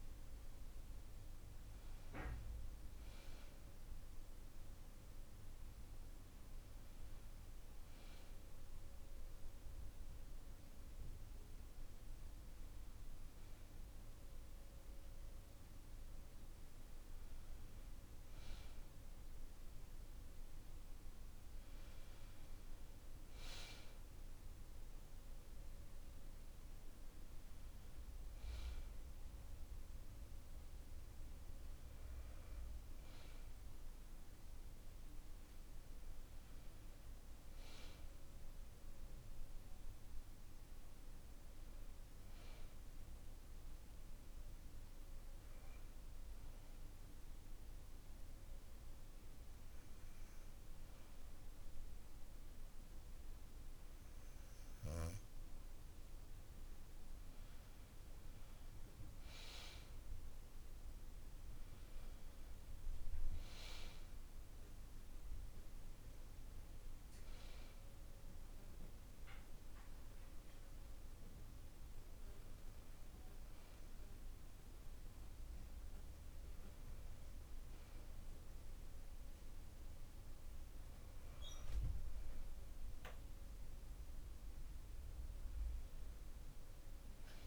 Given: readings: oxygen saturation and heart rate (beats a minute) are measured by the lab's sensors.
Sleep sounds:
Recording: breathing in sleep, hard to hear, by a room microphone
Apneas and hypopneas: 1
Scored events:
44.00-58.00 s: hypopnea (oxygen 95% before, 92% lowest)
59.50-64.00 s: arousal
From the record:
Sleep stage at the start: N2 (light sleep)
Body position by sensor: on the back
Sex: male

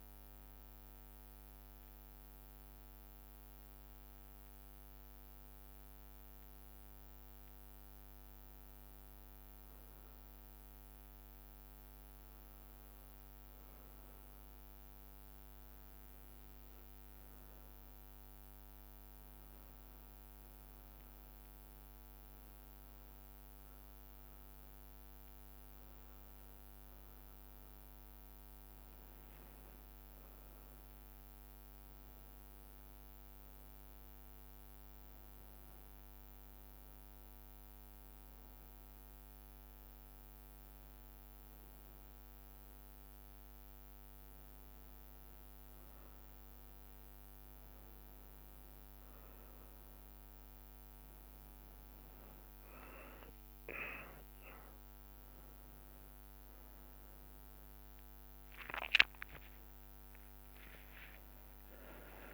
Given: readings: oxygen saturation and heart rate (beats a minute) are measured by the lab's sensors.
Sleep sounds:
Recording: breathing in sleep, hard to hear, by a microphone on the trachea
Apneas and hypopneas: none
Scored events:
15.50-17.50 s: long interval between heartbeats (device-marked)
22.00-52.00 s: bradycardia (device-marked)
55.00-59.50 s: arousal
From the record:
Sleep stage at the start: N1 (lightest sleep)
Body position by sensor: on the back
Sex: male

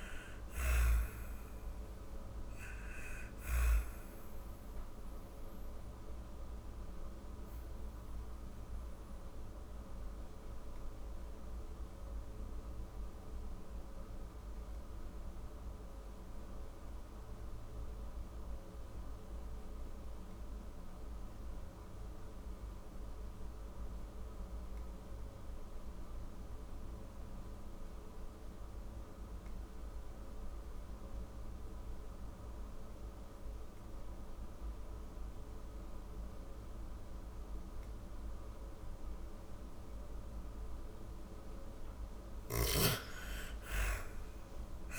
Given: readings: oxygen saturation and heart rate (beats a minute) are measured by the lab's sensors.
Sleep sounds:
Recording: breathing in sleep, hard to hear, by a room microphone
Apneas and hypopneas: 1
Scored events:
0.00-2.00 s: snoring (device-marked)
0.00-15.50 s: oxygen desaturation (device-marked, oxygen 90% lowest, heart rate 43 extreme)
6.50-40.00 s: hypopnea (oxygen 97% before, 86% lowest, heart rate 58 before, 36 extreme, up 43 after)
31.50-44.99 s: oxygen desaturation (device-marked, oxygen 98% before, 86% lowest, heart rate 48 before, 33 extreme)
42.00-44.99 s: arousal
43.00-44.99 s: snoring (device-marked)
From the record:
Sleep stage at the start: N2 (light sleep)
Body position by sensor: on the back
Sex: female

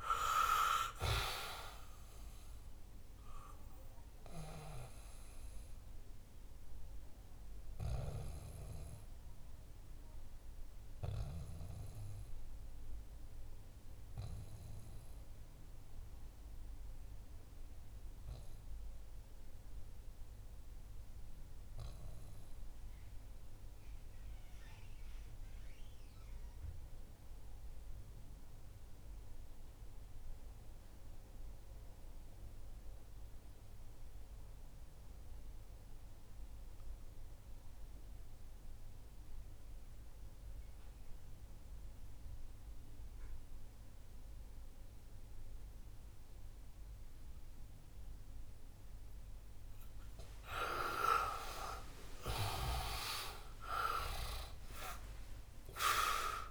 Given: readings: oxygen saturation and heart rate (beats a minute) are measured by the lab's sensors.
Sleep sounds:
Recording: breathing in sleep by a room microphone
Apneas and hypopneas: 1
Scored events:
0.00-24.00 s: oxygen desaturation (device-marked, oxygen 84% lowest, heart rate 58 extreme)
5.00-49.00 s: mixed apnea (oxygen 99% before, 77% lowest, heart rate 66 before, 58 extreme, up 14 after)
36.00-56.50 s: oxygen desaturation (device-marked, oxygen 98% before, 77% lowest, heart rate 63 before, 59 extreme)
46.00-56.50 s: new sleep stage, N2 (light sleep)
51.00-55.50 s: arousal
From the record:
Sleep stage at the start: REM sleep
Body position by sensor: on the back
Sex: male

